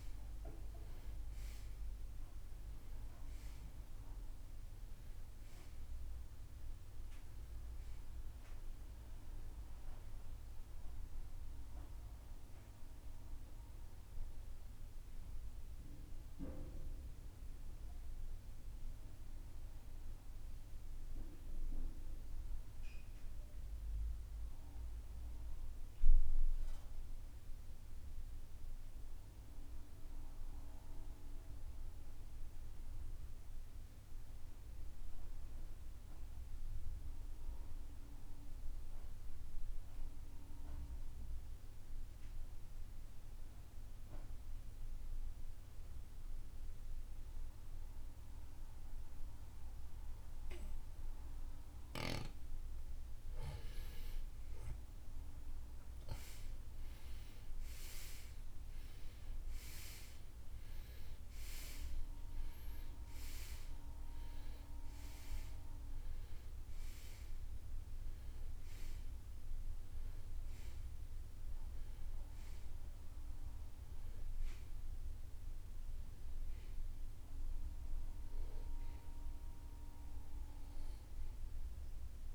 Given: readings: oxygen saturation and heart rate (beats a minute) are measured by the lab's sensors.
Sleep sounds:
breathing in sleep by a room microphone; 1
0.00-33.50 s: oxygen desaturation (device-marked, oxygen 80% lowest, heart rate 50 extreme)
21.00-52.00 s: obstructive apnea (oxygen 95% before, 79% lowest, heart rate 78 before, 50 extreme, up 20 after)
53.50-57.50 s: arousal
56.50-82.35 s: oxygen desaturation (device-marked, oxygen 96% before, 79% lowest, heart rate 59 before, 53 extreme)
From the record:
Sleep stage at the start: N2 (light sleep); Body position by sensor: on the right side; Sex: male

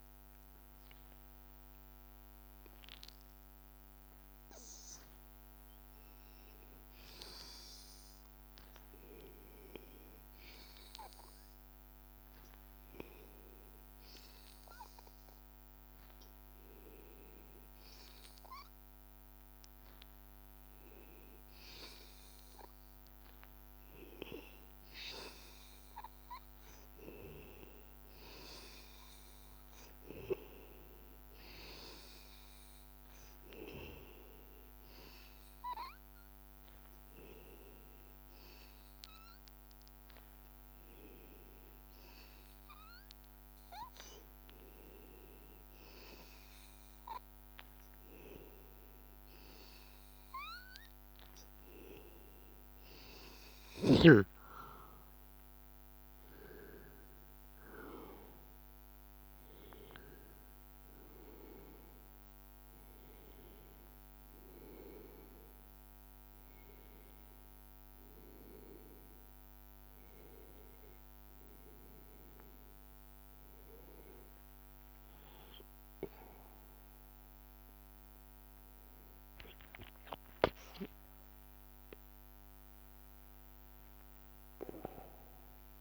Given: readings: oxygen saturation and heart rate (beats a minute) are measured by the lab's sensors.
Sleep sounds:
breathing in sleep by a microphone on the trachea; 2
10.50-27.50 s: oxygen desaturation (device-marked, oxygen 96% before, 93% lowest, heart rate 81 before, 82 extreme)
31.50-35.50 s: arousal
39.00-51.50 s: hypopnea (oxygen 96% before, 93% lowest, heart rate 83 before, 84 extreme, up 1 after)
54.00-57.00 s: arousal
63.00-76.00 s: hypopnea (oxygen 96% before, 94% lowest, heart rate 85 before, 85 extreme, up 2 after)
73.00-75.00 s: long interval between heartbeats (device-marked, heart rate 86 before, 87 extreme)
79.50-81.50 s: long interval between heartbeats (device-marked, heart rate 87 before, 88 extreme)
From the record:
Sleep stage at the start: N2 (light sleep); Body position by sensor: on the back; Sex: male

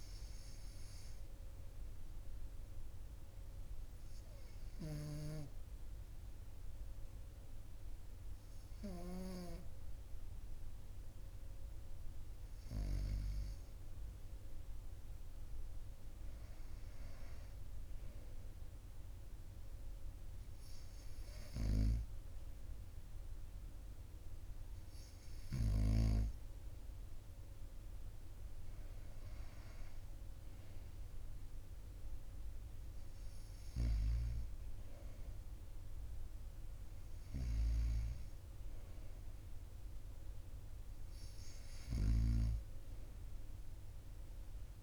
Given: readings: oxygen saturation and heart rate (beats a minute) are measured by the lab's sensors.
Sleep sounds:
breathing in sleep by a room microphone; none
none scored
From the record:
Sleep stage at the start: N2 (light sleep); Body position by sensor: on the right side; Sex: male

